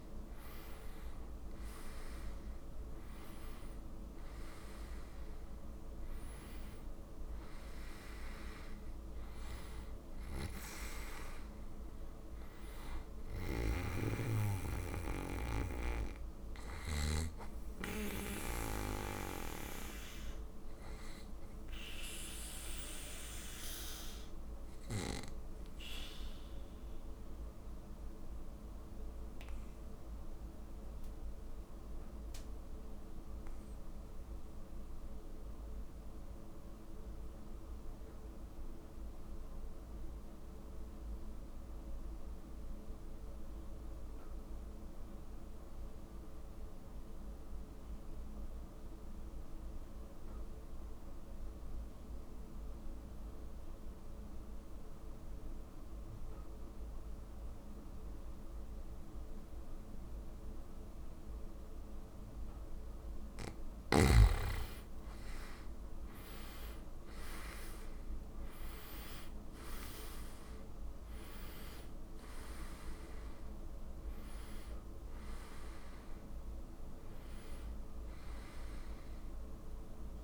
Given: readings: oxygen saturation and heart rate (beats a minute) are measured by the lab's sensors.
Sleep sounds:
breathing in sleep by a room microphone; 1
0.00-2.00 s: arousal
0.00-38.50 s: oxygen desaturation (device-marked, oxygen 87% lowest, heart rate 49 extreme)
17.50-20.50 s: arousal
23.00-62.00 s: obstructive apnea (oxygen 97% before, 82% lowest, heart rate 58 before, 49 extreme, up 22 after)
53.50-77.50 s: oxygen desaturation (device-marked, oxygen 98% before, 90% lowest, heart rate 51 before, 52 extreme)
64.50-67.50 s: arousal
From the record:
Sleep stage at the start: N2 (light sleep); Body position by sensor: on the back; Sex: male

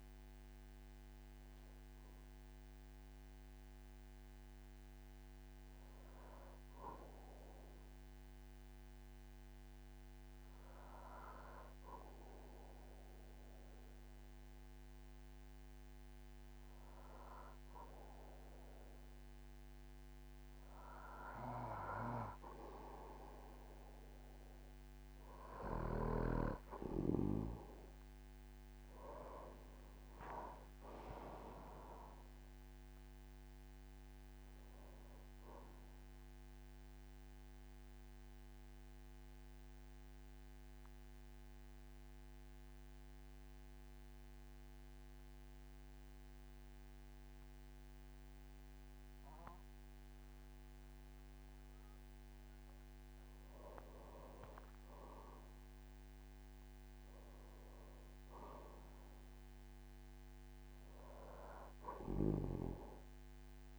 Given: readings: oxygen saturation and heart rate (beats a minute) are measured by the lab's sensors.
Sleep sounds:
breathing in sleep by a microphone on the trachea; 2
0.00-9.00 s: oxygen desaturation (device-marked, oxygen 93% lowest, heart rate 48 extreme)
1.50-20.00 s: hypopnea (oxygen 98% before, 94% lowest, heart rate 87 before, 46 extreme, up 5 after)
21.50-23.50 s: arousal
25.00-47.00 s: oxygen desaturation (device-marked, oxygen 98% before, 94% lowest, heart rate 49 before, 46 extreme)
31.00-33.00 s: long interval between heartbeats (device-marked, heart rate 51 before, 79 extreme)
31.00-34.00 s: tachycardia (device-marked, heart rate 62 before, 99 extreme)
34.00-36.00 s: long interval between heartbeats (device-marked, heart rate 57 before, 102 extreme)
36.50-52.00 s: mixed apnea (oxygen 98% before, 92% lowest, heart rate 62 before, 46 extreme)
52.00-58.00 s: tachycardia (device-marked, heart rate 62 before, 137 extreme)
54.00-57.50 s: arousal
57.50-59.50 s: long interval between heartbeats (device-marked, heart rate 60 before, 134 extreme)
From the record:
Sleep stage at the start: N2 (light sleep); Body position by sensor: on the back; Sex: male

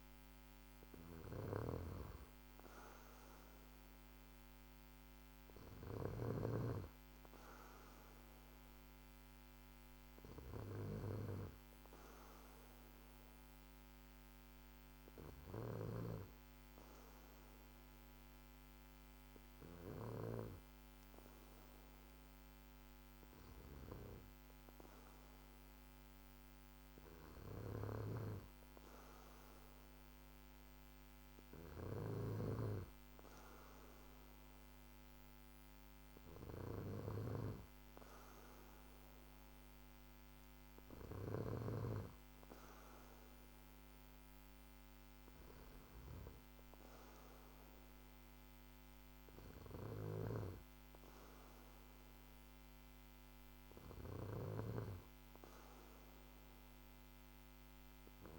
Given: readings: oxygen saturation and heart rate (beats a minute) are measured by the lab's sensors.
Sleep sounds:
breathing in sleep by a microphone on the trachea; none
0.00-6.00 s: snoring (device-marked)
15.00-20.00 s: snoring (device-marked)
49.50-58.38 s: snoring (device-marked)
From the record:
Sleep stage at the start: N2 (light sleep); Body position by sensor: on the back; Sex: male

